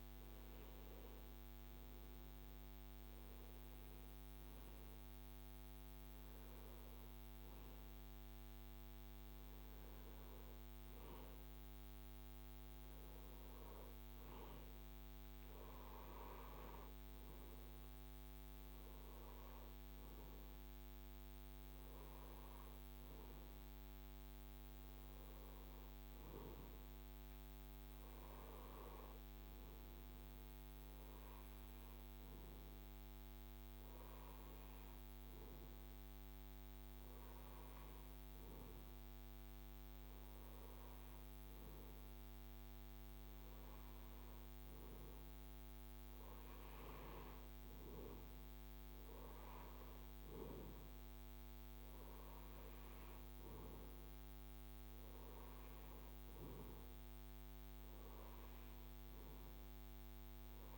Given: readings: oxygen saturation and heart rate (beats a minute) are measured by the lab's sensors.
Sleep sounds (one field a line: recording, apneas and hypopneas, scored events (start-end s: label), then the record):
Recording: breathing in sleep, hard to hear, by a microphone on the trachea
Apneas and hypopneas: none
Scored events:
none scored
From the record:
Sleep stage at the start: N2 (light sleep)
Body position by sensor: on the right side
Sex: male